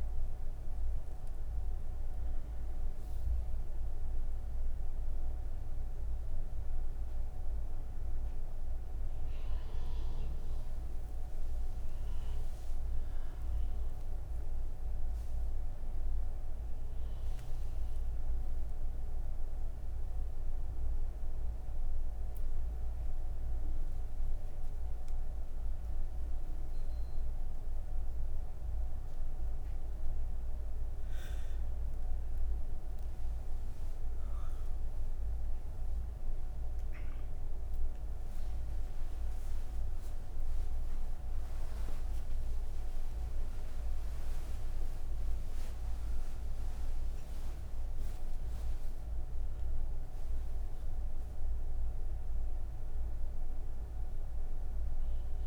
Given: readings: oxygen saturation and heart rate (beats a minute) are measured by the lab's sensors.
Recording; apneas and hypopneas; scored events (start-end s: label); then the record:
breathing in sleep, hard to hear, by a room microphone; none
20.00-25.00 s: oxygen desaturation (device-marked, oxygen 98% before, 94% lowest)
From the record:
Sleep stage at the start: N3 (deep sleep); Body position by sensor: on the right side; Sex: female